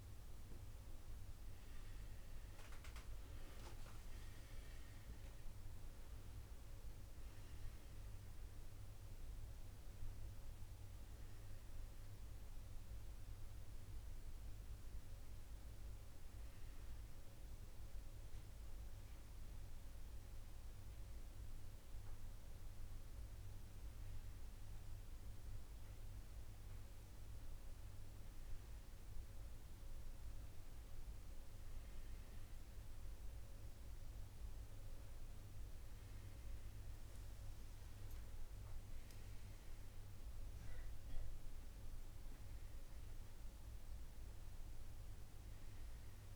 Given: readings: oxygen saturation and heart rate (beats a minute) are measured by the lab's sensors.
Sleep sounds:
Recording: a person awake in a sleep study, hard to hear, by a room microphone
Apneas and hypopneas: none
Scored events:
none scored
From the record:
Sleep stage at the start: awake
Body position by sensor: upright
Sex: male

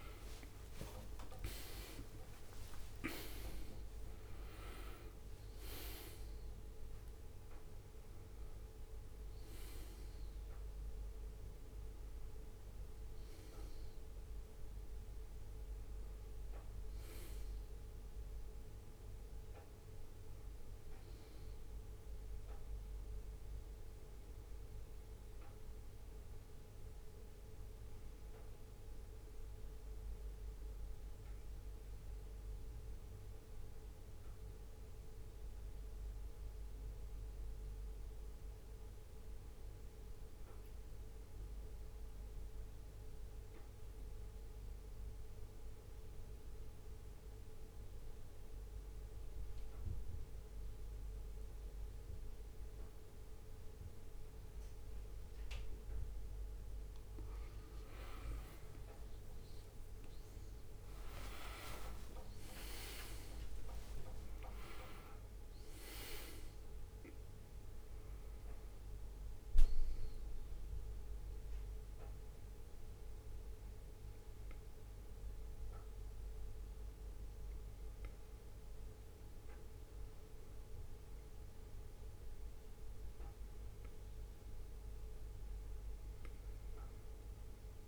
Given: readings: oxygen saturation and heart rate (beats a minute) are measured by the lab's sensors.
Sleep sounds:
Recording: breathing in sleep by a room microphone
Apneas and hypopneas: 1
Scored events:
0.00-4.00 s: arousal
0.00-16.00 s: oxygen desaturation (device-marked, oxygen 90% lowest, heart rate 65 extreme)
1.50-3.50 s: leg movement (device-marked)
27.00-30.50 s: arousal
33.00-55.00 s: obstructive apnea (oxygen 99% before, 91% lowest, heart rate 66 before, 64 extreme, up 1 after)
47.00-87.88 s: oxygen desaturation (device-marked, oxygen 100% before, 91% lowest, heart rate 66 before, 64 extreme)
58.50-63.00 s: arousal
62.50-64.50 s: leg movement (device-marked)
86.00-87.88 s: arousal
From the record:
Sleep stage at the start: N2 (light sleep)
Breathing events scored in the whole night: 215 in 4.7 hours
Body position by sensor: on the back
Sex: male

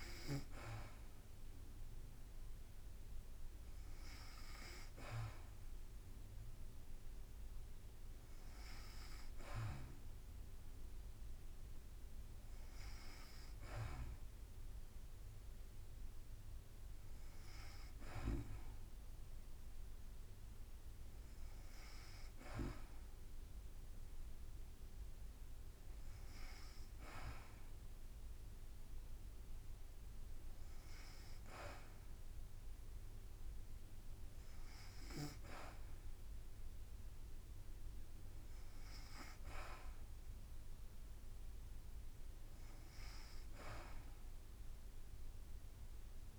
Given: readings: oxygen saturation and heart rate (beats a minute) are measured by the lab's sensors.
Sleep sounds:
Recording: breathing in sleep by a room microphone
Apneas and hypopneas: none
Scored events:
none scored
From the record:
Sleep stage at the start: N2 (light sleep)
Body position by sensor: on the back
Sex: female

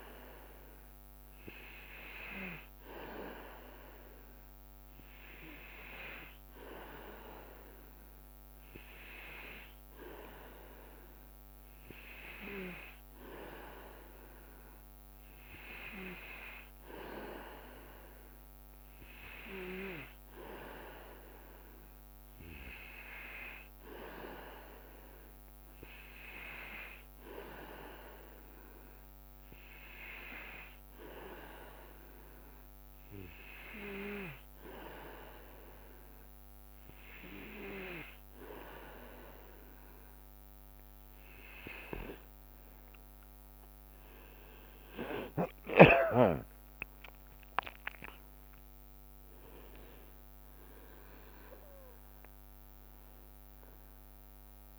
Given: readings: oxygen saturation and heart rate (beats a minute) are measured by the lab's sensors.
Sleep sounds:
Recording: breathing in sleep by a microphone on the trachea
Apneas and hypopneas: none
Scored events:
40.00-44.00 s: leg movement (device-marked)
44.50-52.50 s: leg movement (device-marked)
46.50-50.50 s: arousal
From the record:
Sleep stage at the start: N2 (light sleep)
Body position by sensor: on the back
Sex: male

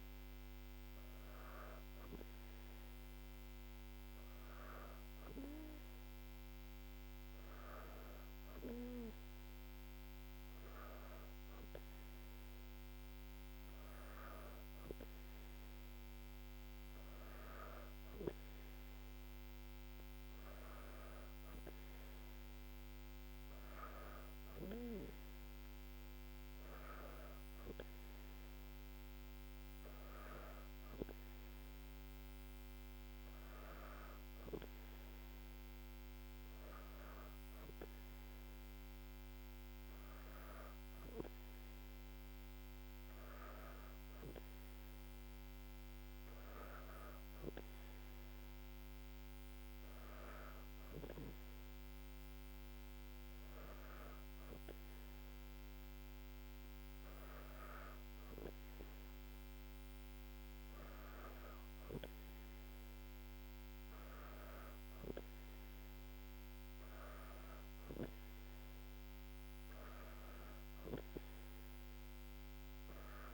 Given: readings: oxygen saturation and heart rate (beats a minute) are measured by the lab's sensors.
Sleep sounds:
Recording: breathing in sleep by a microphone on the trachea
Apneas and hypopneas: none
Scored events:
none scored
From the record:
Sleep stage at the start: N2 (light sleep)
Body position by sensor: on the back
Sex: female

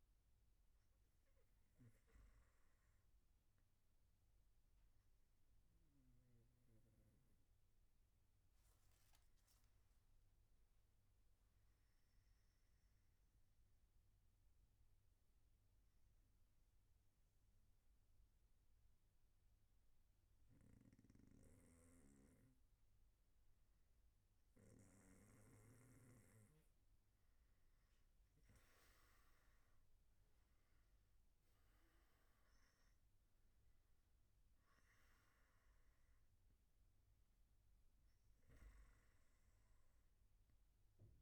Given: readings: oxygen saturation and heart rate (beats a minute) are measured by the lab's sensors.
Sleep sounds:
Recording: breathing in sleep, hard to hear, by a room microphone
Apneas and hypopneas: 1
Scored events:
4.50-22.50 s: obstructive apnea (oxygen 96% before, 92% lowest, heart rate 120 before, 102 extreme)
12.00-30.00 s: oxygen desaturation (device-marked, oxygen 95% before, 92% lowest, heart rate 117 before, 102 extreme)
From the record:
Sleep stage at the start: N1 (lightest sleep)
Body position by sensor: on the back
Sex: male

